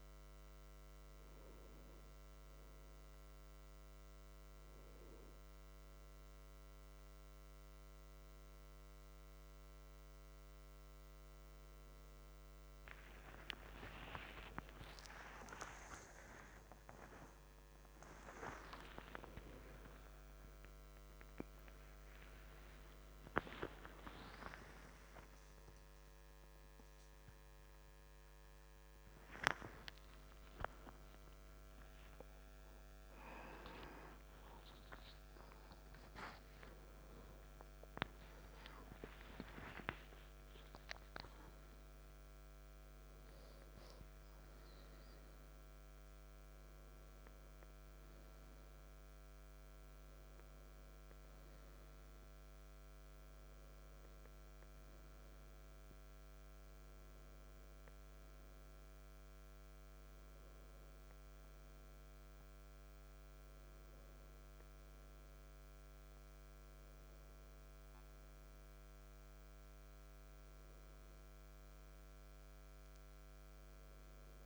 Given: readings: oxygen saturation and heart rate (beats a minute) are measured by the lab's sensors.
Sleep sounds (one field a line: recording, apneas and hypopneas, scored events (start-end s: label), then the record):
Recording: a person partly awake in a sleep study, by a microphone on the trachea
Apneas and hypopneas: none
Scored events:
16.00-46.00 s: new sleep stage, awake
46.00-74.46 s: new sleep stage, N1 (lightest sleep)
From the record:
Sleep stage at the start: N1 (lightest sleep)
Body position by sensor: on the back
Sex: male